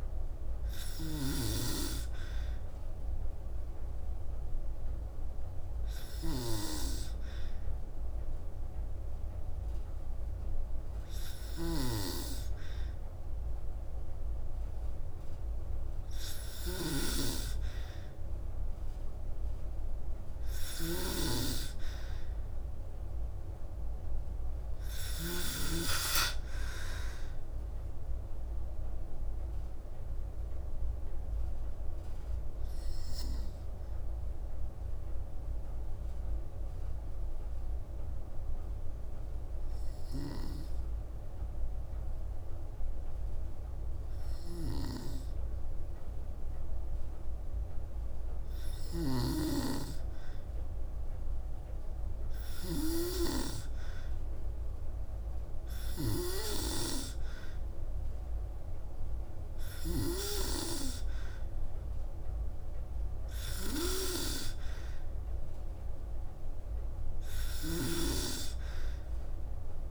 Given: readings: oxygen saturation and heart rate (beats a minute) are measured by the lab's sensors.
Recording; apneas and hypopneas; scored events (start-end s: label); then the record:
breathing in sleep by a room microphone; 1
0.00-24.50 s: snoring (device-marked)
21.00-25.00 s: arousal
28.00-47.00 s: hypopnea (oxygen 94% before, 93% lowest, heart rate 53 before, 52 extreme, up 1 after)
43.50-59.50 s: snoring (device-marked)
50.00-54.00 s: arousal
66.50-69.91 s: snoring (device-marked)
From the record:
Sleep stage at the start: N2 (light sleep); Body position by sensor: on the back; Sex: female